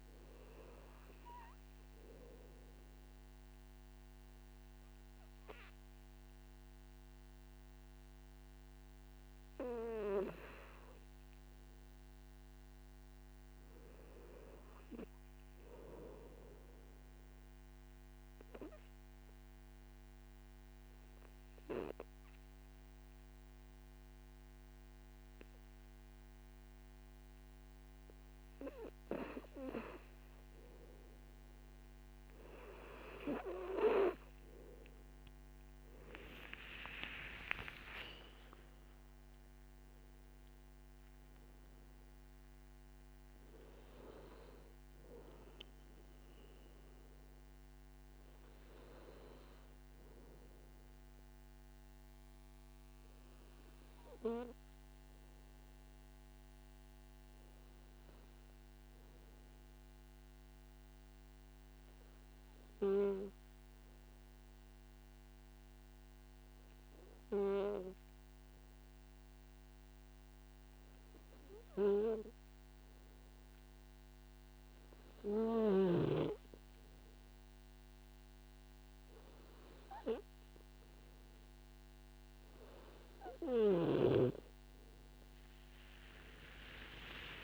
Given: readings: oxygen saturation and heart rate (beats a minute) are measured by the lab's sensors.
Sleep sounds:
breathing in sleep by a microphone on the trachea; 3
0.00-8.00 s: oxygen desaturation (device-marked, oxygen 91% lowest, heart rate 55 extreme)
1.50-11.50 s: obstructive apnea (oxygen 95% before, 91% lowest, heart rate 61 before, 55 extreme, up 2 after)
13.50-16.50 s: arousal
18.50-30.00 s: obstructive apnea (oxygen 96% before, 91% lowest, heart rate 62 before, 52 extreme, up 10 after)
34.50-39.00 s: arousal
39.00-64.00 s: oxygen desaturation (device-marked, oxygen 96% before, 91% lowest, heart rate 58 before, 52 extreme)
53.50-81.00 s: obstructive apnea (oxygen 96% before, 92% lowest, heart rate 61 before, 52 extreme, up 14 after)
85.50-87.44 s: arousal
From the record:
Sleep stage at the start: N2 (light sleep); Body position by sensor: on the back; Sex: male

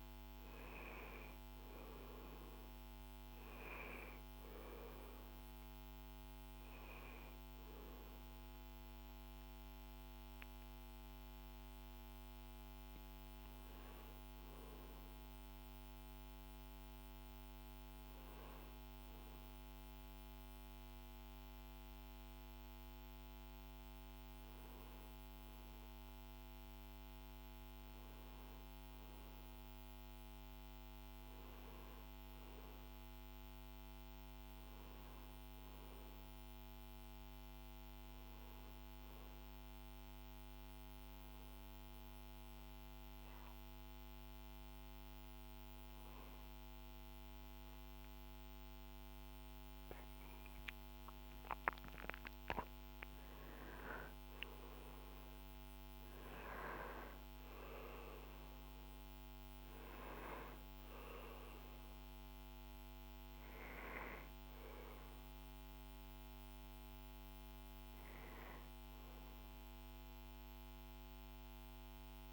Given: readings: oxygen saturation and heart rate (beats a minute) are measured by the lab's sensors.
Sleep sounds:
a person partly awake in a sleep study, by a microphone on the trachea; none
40.00-70.00 s: new sleep stage, awake
70.00-72.33 s: new sleep stage, N1 (lightest sleep)
From the record:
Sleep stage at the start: N1 (lightest sleep); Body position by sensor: on the back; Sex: male

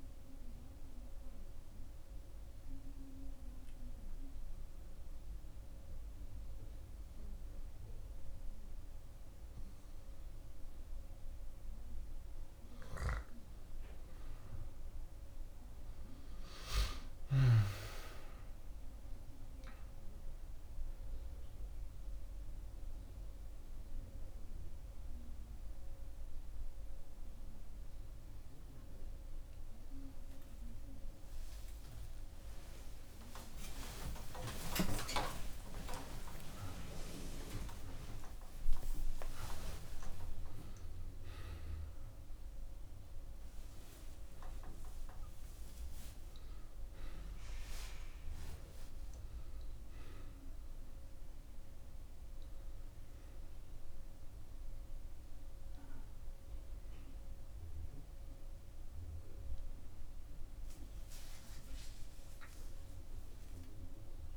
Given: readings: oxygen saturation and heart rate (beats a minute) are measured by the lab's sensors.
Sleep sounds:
a person awake in a sleep study, by a room microphone; 1
0.00-3.00 s: oxygen desaturation (device-marked, oxygen 91% lowest, heart rate 63 extreme)
1.00-11.00 s: obstructive apnea (oxygen 95% before, 91% lowest, heart rate 78 before, 63 extreme, up 26 after)
17.00-39.00 s: oxygen desaturation (device-marked, oxygen 97% before, 91% lowest, heart rate 81 before, 26 extreme)
21.00-64.37 s: new sleep stage, awake
From the record:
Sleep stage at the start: N2 (light sleep); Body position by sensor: on the back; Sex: male

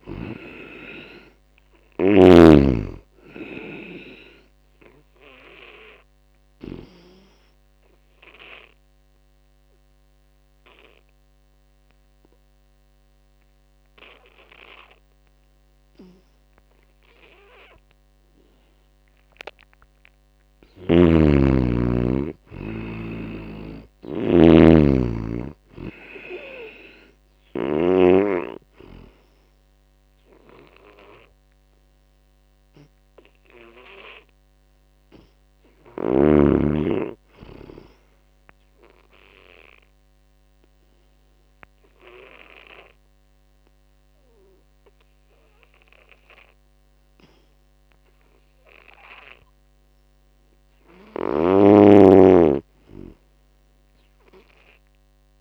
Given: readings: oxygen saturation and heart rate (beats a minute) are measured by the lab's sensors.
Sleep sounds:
breathing in sleep by a microphone on the trachea; 2
0.00-2.50 s: snoring (device-marked)
5.00-19.00 s: oxygen desaturation (device-marked, oxygen 97% before, 85% lowest)
6.50-19.50 s: obstructive apnea (oxygen 98% before, 85% lowest)
20.50-24.00 s: arousal
21.00-40.00 s: oxygen desaturation (device-marked, oxygen 97% before, 88% lowest)
23.00-28.00 s: snoring (device-marked)
38.50-51.00 s: obstructive apnea (oxygen 97% before, 87% lowest)
51.00-53.00 s: arousal
51.00-53.00 s: long interval between heartbeats (device-marked)
51.00-55.41 s: snoring (device-marked)
From the record:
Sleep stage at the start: N2 (light sleep); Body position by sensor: on the back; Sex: male

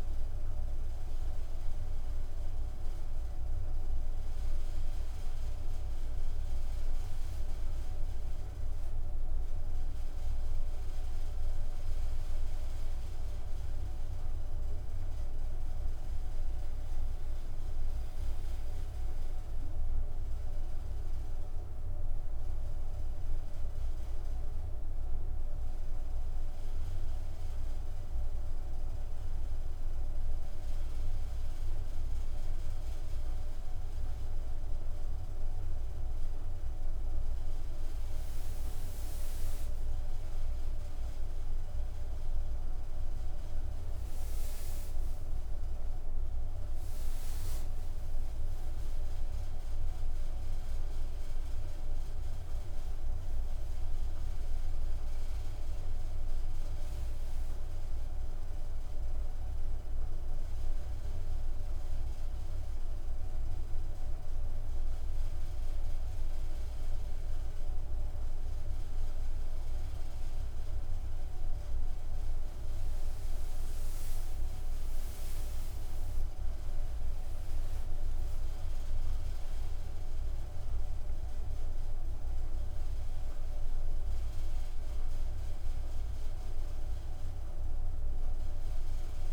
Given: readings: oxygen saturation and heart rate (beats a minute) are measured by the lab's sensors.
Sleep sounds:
breathing in sleep, hard to hear, by a room microphone; none
none scored
From the record:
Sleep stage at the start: N2 (light sleep); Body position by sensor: on the back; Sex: female

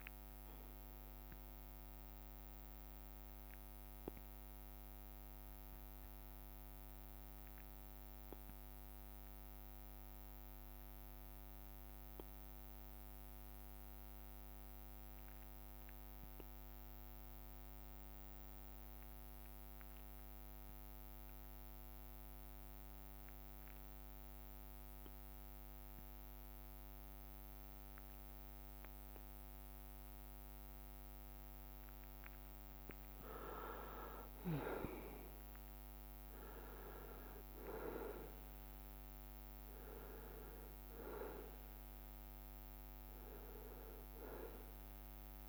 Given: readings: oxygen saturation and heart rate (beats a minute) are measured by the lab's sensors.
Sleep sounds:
breathing in sleep by a microphone on the trachea; 1
0.00-1.50 s: leg movement (device-marked)
3.00-6.00 s: bradycardia (device-marked)
4.50-33.00 s: obstructive apnea (oxygen 99% before, 88% lowest)
5.50-7.00 s: leg movement (device-marked)
10.00-20.00 s: leg movement (device-marked)
22.00-30.00 s: bradycardia (device-marked)
23.00-45.49 s: oxygen desaturation (device-marked, oxygen 97% before, 88% lowest)
30.00-32.00 s: leg movement (device-marked)
34.00-39.00 s: arousal
42.00-45.49 s: bradycardia (device-marked)
From the record:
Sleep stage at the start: N2 (light sleep); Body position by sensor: on the back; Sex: male

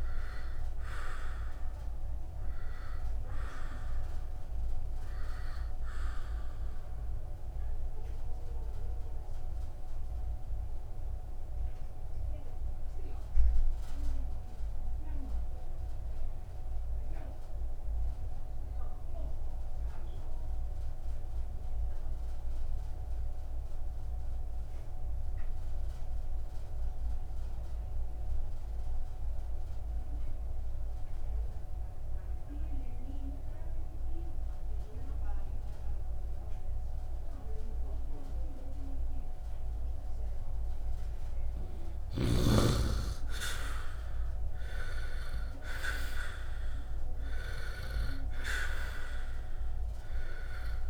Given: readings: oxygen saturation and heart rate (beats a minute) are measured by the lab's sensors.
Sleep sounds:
breathing in sleep by a room microphone; 1
0.00-29.50 s: oxygen desaturation (device-marked, oxygen 84% lowest, heart rate 52 extreme)
7.50-42.00 s: obstructive apnea (oxygen 99% before, 78% lowest, heart rate 60 before, 52 extreme, up 8 after)
38.50-50.90 s: oxygen desaturation (device-marked, oxygen 99% before, 78% lowest, heart rate 63 before, 53 extreme)
43.00-47.00 s: arousal
From the record:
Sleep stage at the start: N2 (light sleep); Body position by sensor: on the right side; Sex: male

